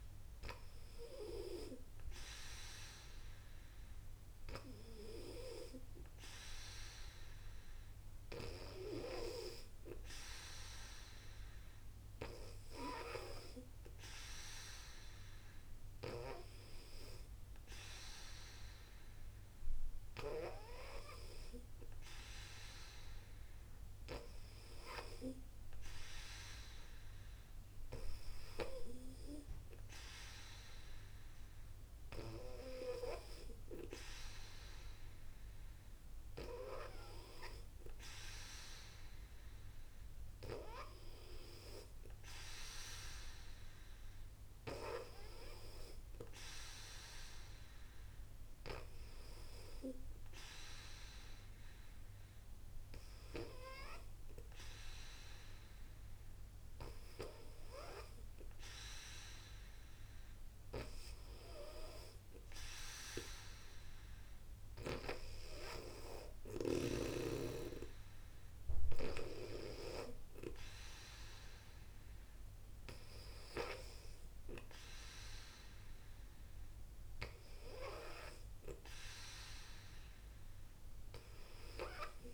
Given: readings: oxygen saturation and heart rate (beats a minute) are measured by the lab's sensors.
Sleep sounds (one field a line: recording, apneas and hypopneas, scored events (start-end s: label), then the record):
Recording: breathing in sleep by a room microphone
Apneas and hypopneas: none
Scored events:
none scored
From the record:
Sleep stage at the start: N2 (light sleep)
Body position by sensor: on the back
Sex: female